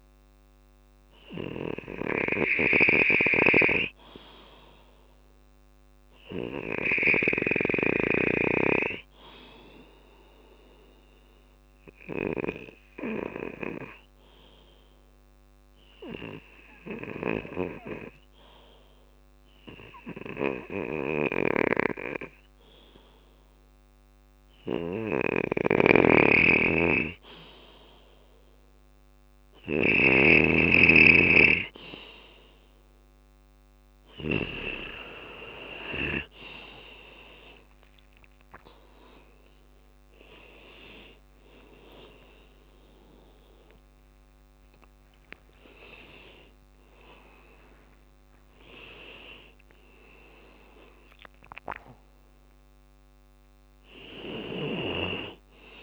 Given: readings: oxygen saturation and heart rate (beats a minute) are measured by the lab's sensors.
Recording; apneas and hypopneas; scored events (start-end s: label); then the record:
a person partly awake in a sleep study, by a microphone on the trachea; 1
0.00-8.00 s: snoring (device-marked)
4.50-24.00 s: obstructive apnea (oxygen 97% before, 92% lowest, heart rate 65 before, 65 extreme, up 5 after)
6.00-18.00 s: oxygen desaturation (device-marked, oxygen 97% before, 93% lowest, heart rate 65 before, 65 extreme)
24.00-33.50 s: snoring (device-marked)
30.00-55.83 s: new sleep stage, awake
35.00-55.83 s: drop in pulse transit time (device-marked, heart rate 67 before, 73 extreme)
39.00-53.00 s: oxygen desaturation (device-marked, oxygen 95% before, 92% lowest, heart rate 69 before, 62 extreme)
41.00-43.00 s: long interval between heartbeats (device-marked, heart rate 71 before, 90 extreme)
45.00-47.00 s: long interval between heartbeats (device-marked, heart rate 75 before, 97 extreme)
53.50-55.83 s: snoring (device-marked)
From the record:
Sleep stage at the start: N2 (light sleep); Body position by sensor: on the left side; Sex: male